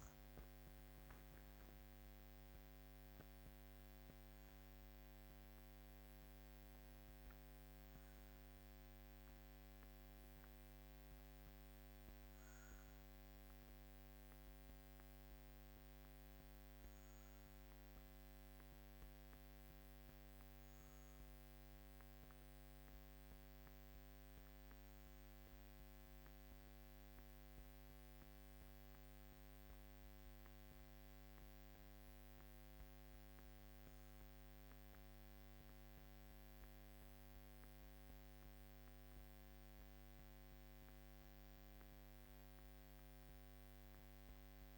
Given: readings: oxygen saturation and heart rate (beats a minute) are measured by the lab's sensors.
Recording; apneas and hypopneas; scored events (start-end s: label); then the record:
breathing in sleep, hard to hear, by a microphone on the trachea; none
0.00-1.00 s: arousal
1.00-12.00 s: oxygen desaturation (device-marked, oxygen 97% before, 95% lowest, heart rate 59 before, 55 extreme)
From the record:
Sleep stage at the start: REM sleep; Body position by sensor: on the back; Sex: female